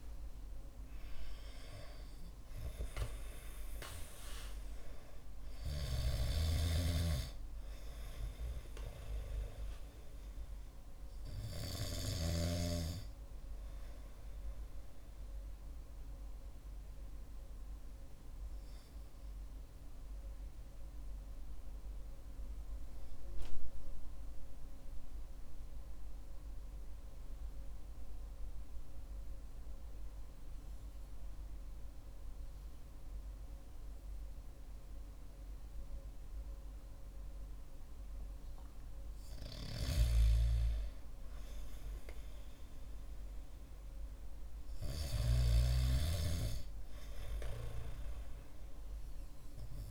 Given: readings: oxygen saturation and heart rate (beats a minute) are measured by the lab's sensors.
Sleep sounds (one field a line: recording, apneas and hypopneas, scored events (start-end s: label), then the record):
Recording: breathing in sleep by a room microphone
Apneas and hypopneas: 1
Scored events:
0.00-2.50 s: arousal
21.50-38.50 s: obstructive apnea (oxygen 97% before, 93% lowest, heart rate 55 before, 51 extreme, up 5 after)
42.00-46.00 s: arousal
From the record:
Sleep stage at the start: N2 (light sleep)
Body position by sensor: on the back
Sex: male